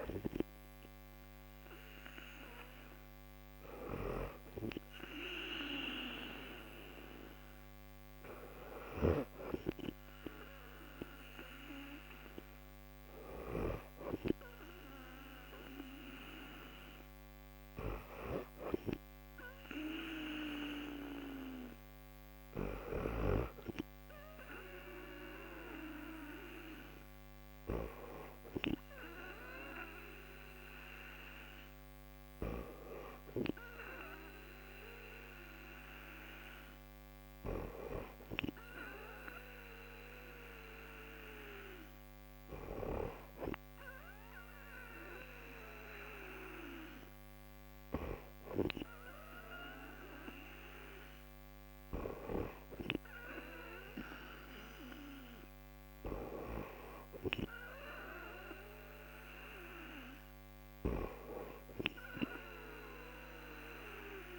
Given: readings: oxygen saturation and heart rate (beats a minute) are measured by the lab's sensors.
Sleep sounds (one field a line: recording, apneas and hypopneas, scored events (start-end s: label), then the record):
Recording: breathing in sleep by a microphone on the trachea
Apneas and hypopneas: none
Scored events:
none scored
From the record:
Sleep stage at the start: N2 (light sleep)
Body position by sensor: on the back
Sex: female